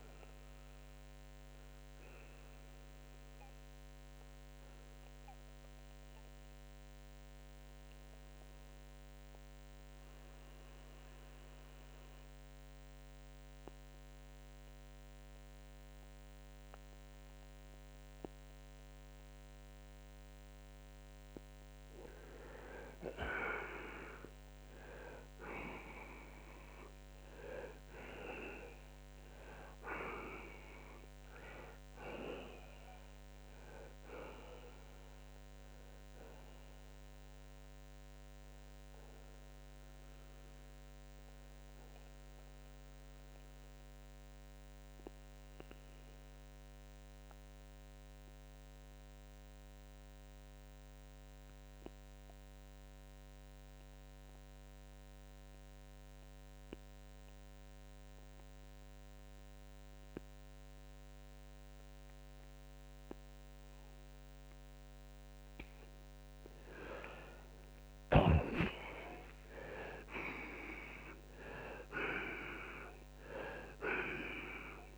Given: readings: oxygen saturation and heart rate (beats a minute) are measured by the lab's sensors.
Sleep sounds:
breathing in sleep by a microphone on the trachea; 2
1.00-21.50 s: mixed apnea (oxygen 93% before, 82% lowest, heart rate 95 before, 63 extreme, up 19 after)
7.50-27.50 s: oxygen desaturation (device-marked, oxygen 90% before, 82% lowest, heart rate 90 before, 63 extreme)
24.00-28.50 s: arousal
38.00-65.00 s: mixed apnea (oxygen 94% before, 83% lowest, heart rate 82 before, 63 extreme, up 32 after)
43.50-65.50 s: oxygen desaturation (device-marked, oxygen 93% before, 83% lowest, heart rate 84 before, 64 extreme)
66.50-72.00 s: arousal
From the record:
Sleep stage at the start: N2 (light sleep); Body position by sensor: on the right side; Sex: male

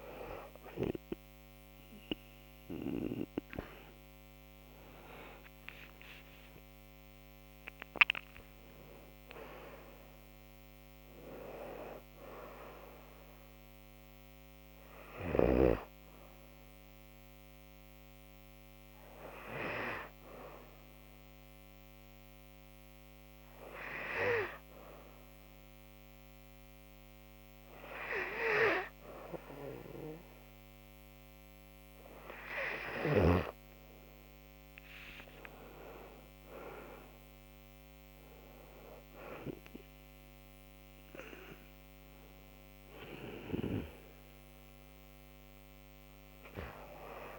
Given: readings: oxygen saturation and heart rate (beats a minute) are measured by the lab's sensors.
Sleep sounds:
breathing in sleep by a microphone on the trachea; 1
3.00-7.50 s: arousal
19.50-32.00 s: obstructive apnea (oxygen 98% before, 95% lowest, heart rate 71 before, 67 extreme, up 9 after)
33.50-37.00 s: arousal
From the record:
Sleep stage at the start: N2 (light sleep); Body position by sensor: on the back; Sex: female

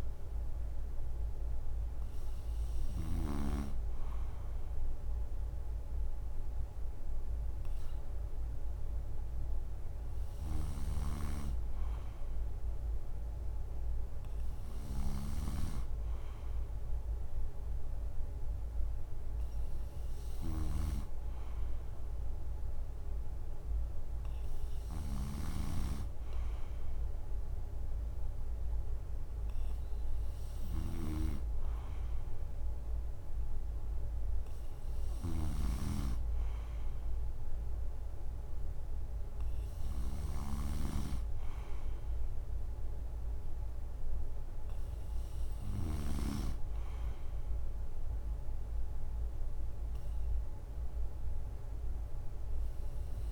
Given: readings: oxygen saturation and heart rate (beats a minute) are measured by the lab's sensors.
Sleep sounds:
breathing in sleep by a room microphone; none
0.00-3.00 s: snoring (device-marked)
10.00-46.00 s: snoring (device-marked)
From the record:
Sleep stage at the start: N3 (deep sleep); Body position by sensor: on the right side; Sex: male

